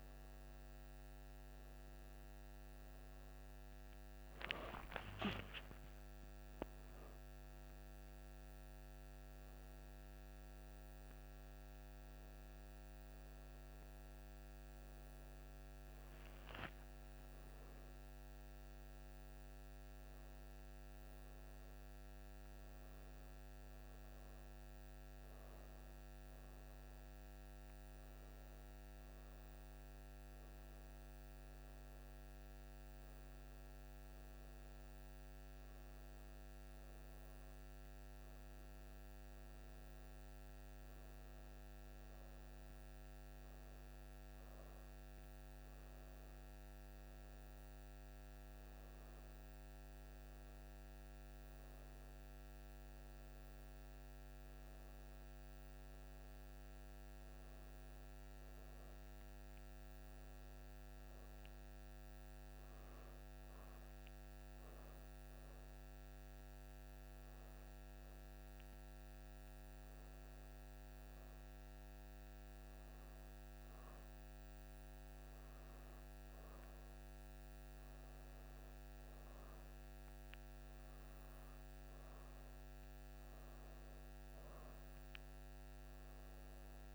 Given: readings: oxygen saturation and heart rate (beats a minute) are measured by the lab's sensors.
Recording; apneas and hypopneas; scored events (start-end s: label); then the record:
a person awake in a sleep study, hard to hear, by a microphone on the trachea; none
54.00-86.95 s: new sleep stage, N1 (lightest sleep)
81.00-86.95 s: oxygen desaturation (device-marked, oxygen 95% before, 92% lowest, heart rate 63 before, 62 extreme)
From the record:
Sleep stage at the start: awake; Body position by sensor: on the back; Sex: female